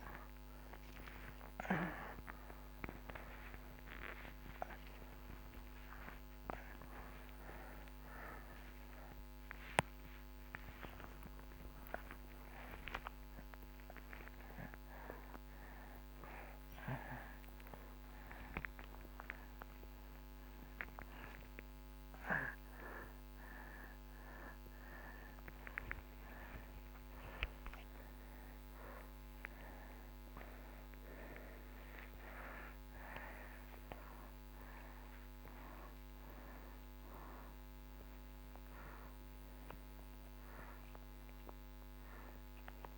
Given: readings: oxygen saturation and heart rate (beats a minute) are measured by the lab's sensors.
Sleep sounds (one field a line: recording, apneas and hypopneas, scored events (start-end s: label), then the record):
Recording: a person awake in a sleep study, by a microphone on the trachea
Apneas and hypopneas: none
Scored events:
15.50-24.50 s: oxygen desaturation (device-marked, oxygen 97% before, 92% lowest)
From the record:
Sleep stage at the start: awake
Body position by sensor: on the right side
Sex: male